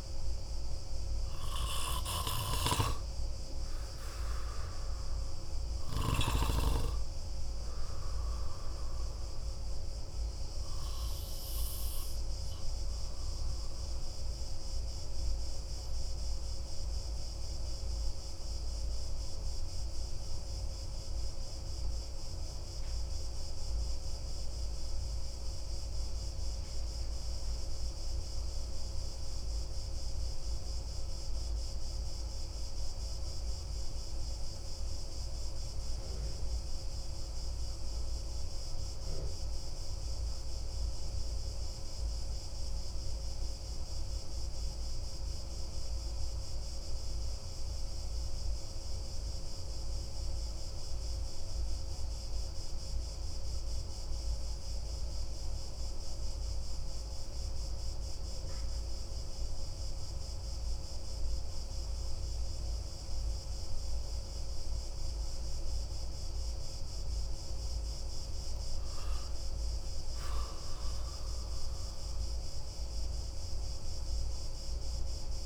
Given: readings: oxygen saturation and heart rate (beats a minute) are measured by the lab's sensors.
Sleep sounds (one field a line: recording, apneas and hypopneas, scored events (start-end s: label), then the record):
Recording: breathing in sleep, hard to hear, by a room microphone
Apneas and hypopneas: 1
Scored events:
2.50-28.50 s: oxygen desaturation (device-marked, oxygen 95% before, 90% lowest)
10.50-65.50 s: obstructive apnea (oxygen 95% before, 90% lowest)
61.50-75.46 s: oxygen desaturation (device-marked, oxygen 96% before, 92% lowest)
68.00-72.00 s: arousal
From the record:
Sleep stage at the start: N2 (light sleep)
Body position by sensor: on the back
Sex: male